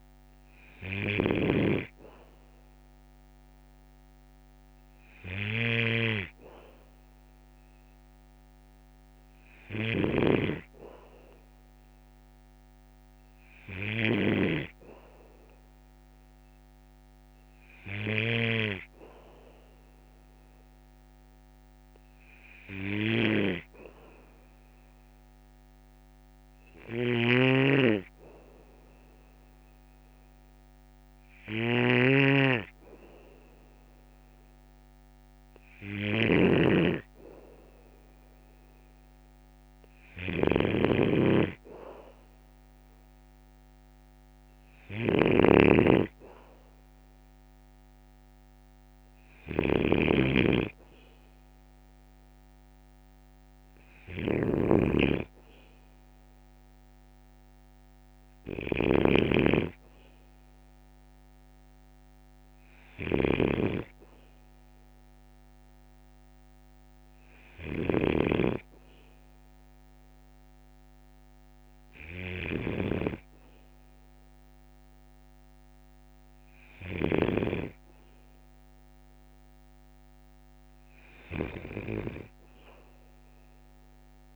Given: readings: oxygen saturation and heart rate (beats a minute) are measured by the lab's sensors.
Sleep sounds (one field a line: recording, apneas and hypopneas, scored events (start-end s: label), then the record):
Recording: breathing in sleep by a microphone on the trachea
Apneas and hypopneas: none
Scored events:
0.00-18.50 s: snoring (device-marked)
26.50-84.36 s: snoring (device-marked)
From the record:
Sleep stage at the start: N2 (light sleep)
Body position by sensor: on the back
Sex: male